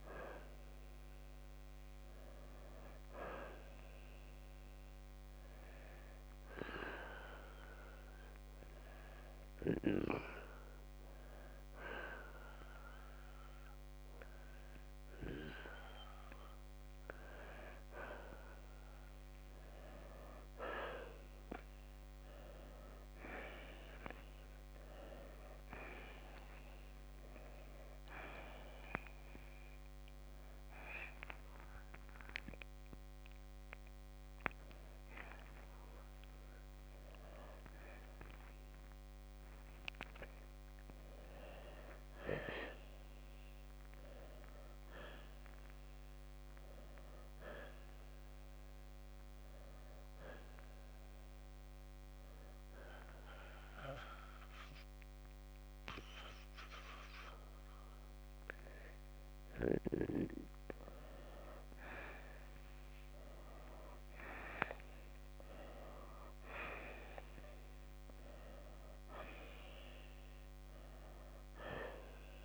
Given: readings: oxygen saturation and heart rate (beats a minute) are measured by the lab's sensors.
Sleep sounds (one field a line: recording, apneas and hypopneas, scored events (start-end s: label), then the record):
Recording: breathing in sleep by a microphone on the trachea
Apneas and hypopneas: 2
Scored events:
0.50-3.50 s: arousal
7.00-19.00 s: hypopnea (oxygen 94% before, 87% lowest, heart rate 64 before, 60 extreme, up 10 after)
21.00-25.50 s: arousal
37.00-47.00 s: oxygen desaturation (device-marked, oxygen 90% before, 87% lowest, heart rate 69 before, 55 extreme)
48.50-60.00 s: hypopnea (oxygen 91% before, 86% lowest, heart rate 69 before, 55 extreme, up 13 after)
64.00-67.50 s: arousal
From the record:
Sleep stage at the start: N2 (light sleep)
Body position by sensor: on the right side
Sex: male